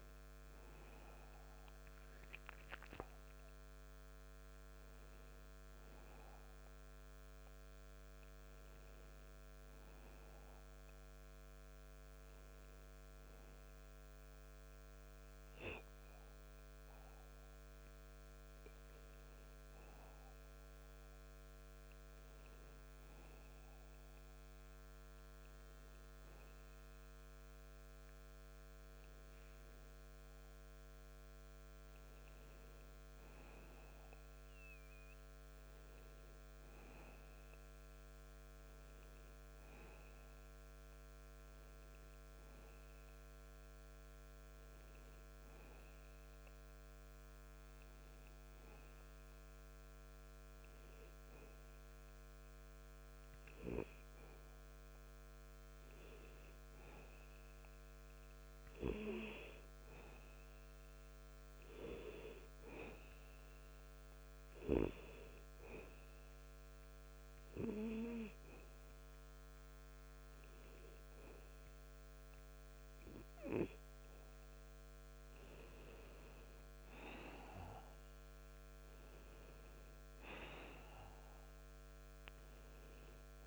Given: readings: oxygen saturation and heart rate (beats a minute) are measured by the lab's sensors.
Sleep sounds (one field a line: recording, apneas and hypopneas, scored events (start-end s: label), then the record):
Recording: a person partly awake in a sleep study, by a microphone on the trachea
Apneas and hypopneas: 3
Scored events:
6.00-83.47 s: new sleep stage, N2 (light sleep)
21.50-32.50 s: hypopnea (oxygen 97% before, 91% lowest, heart rate 57 before, 67 extreme, up 16 after)
36.00-39.50 s: arousal
44.00-56.00 s: hypopnea (oxygen 96% before, 91% lowest, heart rate 76 before, 77 extreme, up 13 after)
58.00-61.00 s: arousal
63.50-74.00 s: hypopnea (oxygen 95% before, 91% lowest, heart rate 86 before, 86 extreme, up 5 after)
69.00-80.00 s: oxygen desaturation (device-marked, oxygen 95% before, 91% lowest, heart rate 86 before, 87 extreme)
From the record:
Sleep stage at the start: awake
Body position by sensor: on the back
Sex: male